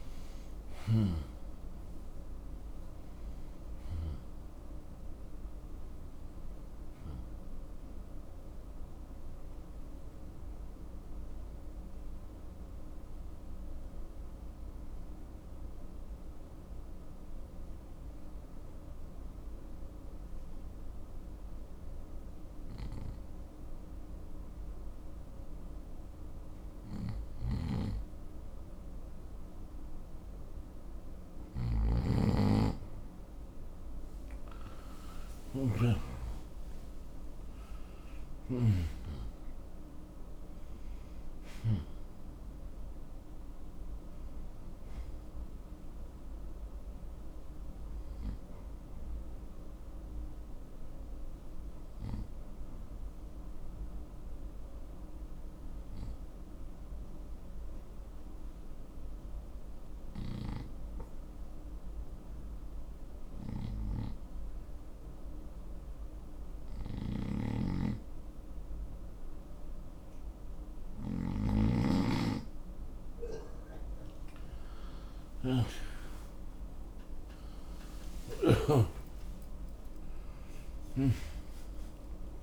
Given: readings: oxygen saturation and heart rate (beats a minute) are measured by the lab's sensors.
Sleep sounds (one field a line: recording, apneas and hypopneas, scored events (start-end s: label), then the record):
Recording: breathing in sleep by a room microphone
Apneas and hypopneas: none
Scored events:
0.00-1.50 s: arousal
6.50-9.50 s: oxygen desaturation (device-marked, oxygen 98% before, 96% lowest, heart rate 70 before, 60 extreme)
14.50-18.50 s: oxygen desaturation (device-marked, oxygen 98% before, 91% lowest, heart rate 75 before, 60 extreme)
34.00-39.50 s: arousal
46.50-55.50 s: oxygen desaturation (device-marked, oxygen 94% before, 90% lowest, heart rate 72 before, 60 extreme)
76.00-82.43 s: arousal
From the record:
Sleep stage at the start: N2 (light sleep)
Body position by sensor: on the right side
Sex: male